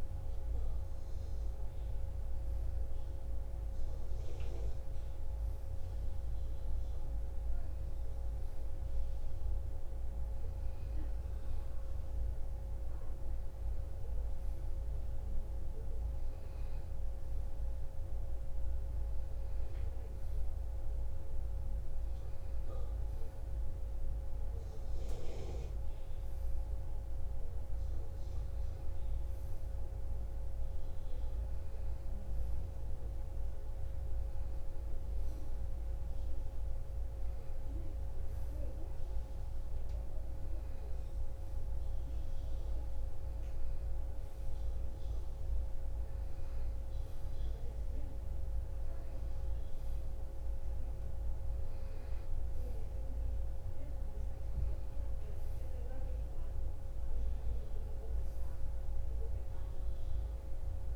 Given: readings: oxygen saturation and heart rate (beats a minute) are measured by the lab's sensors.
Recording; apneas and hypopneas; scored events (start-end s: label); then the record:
breathing in sleep, hard to hear, by a room microphone; none
none scored
From the record:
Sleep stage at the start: N2 (light sleep); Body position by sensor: on the right side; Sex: female